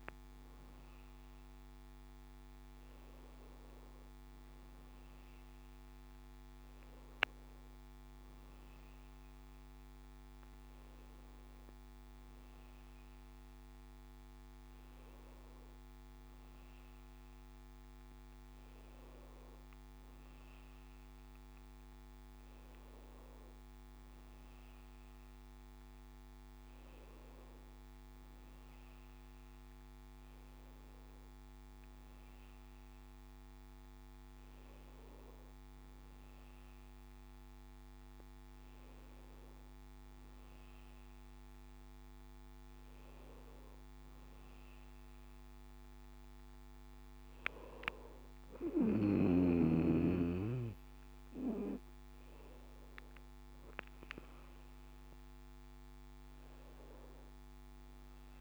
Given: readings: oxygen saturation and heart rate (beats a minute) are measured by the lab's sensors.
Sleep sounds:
breathing in sleep by a microphone on the trachea; none
57.00-58.41 s: new sleep stage, N2 (light sleep)
From the record:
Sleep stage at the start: N1 (lightest sleep); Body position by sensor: on the back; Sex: male

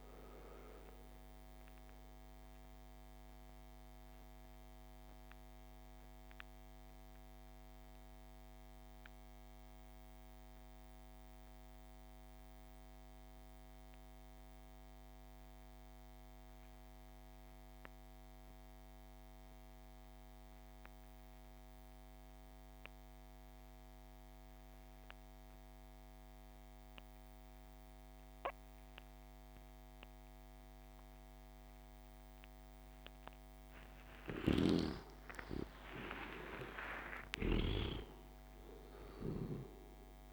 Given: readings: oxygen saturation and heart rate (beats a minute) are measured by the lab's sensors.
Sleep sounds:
breathing in sleep by a microphone on the trachea; 1
0.00-17.00 s: oxygen desaturation (device-marked, oxygen 78% lowest)
1.00-33.00 s: mixed apnea (oxygen 98% before, 78% lowest)
34.00-37.50 s: arousal
34.00-37.50 s: snoring (device-marked)
34.00-40.33 s: oxygen desaturation (device-marked, oxygen 98% before, 83% lowest)
From the record:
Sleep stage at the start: REM sleep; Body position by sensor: on the back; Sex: male

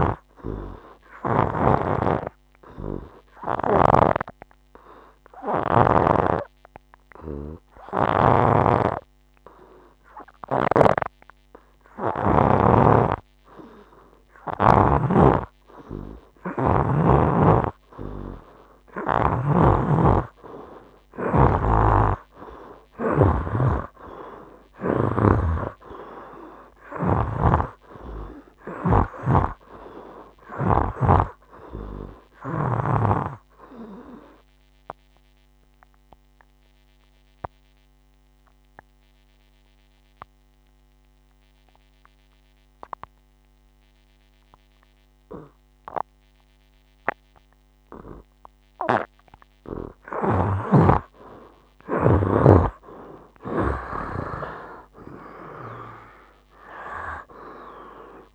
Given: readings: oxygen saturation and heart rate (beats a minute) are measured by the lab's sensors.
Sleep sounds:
breathing in sleep by a microphone on the trachea; 2
0.00-2.00 s: snoring (device-marked)
0.00-18.50 s: oxygen desaturation (device-marked, oxygen 76% lowest, heart rate 61 extreme)
3.00-14.00 s: obstructive apnea (oxygen 98% before, 76% lowest, heart rate 62 before, 65 extreme, up 1 after)
4.00-8.50 s: snoring (device-marked)
10.50-15.00 s: snoring (device-marked)
17.00-22.00 s: arousal
19.50-23.50 s: snoring (device-marked)
23.50-52.50 s: oxygen desaturation (device-marked, oxygen 86% before, 76% lowest, heart rate 67 before, 58 extreme)
25.50-29.00 s: snoring (device-marked)
33.50-49.00 s: obstructive apnea (oxygen 86% before, 76% lowest, heart rate 69 before, 58 extreme, up 14 after)
54.50-58.35 s: arousal
From the record:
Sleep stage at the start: N2 (light sleep); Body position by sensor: on the right side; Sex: male

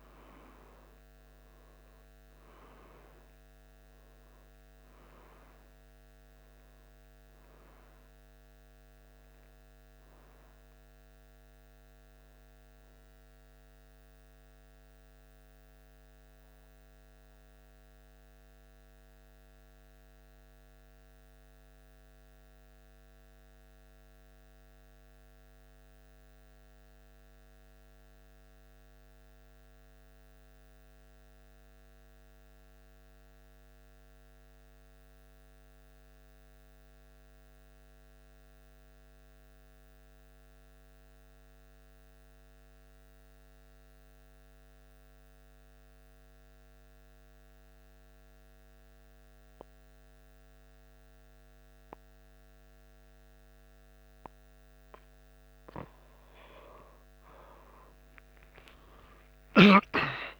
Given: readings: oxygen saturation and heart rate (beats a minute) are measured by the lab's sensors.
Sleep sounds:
breathing in sleep by a microphone on the trachea; 1
13.50-55.00 s: mixed apnea (oxygen 96% before, 92% lowest, heart rate 76 before, 74 extreme, up 1 after)
29.50-44.50 s: oxygen desaturation (device-marked, oxygen 95% before, 92% lowest, heart rate 75 before, 74 extreme)
55.50-60.40 s: new sleep stage, awake
From the record:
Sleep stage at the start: N2 (light sleep); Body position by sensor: on the back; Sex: male

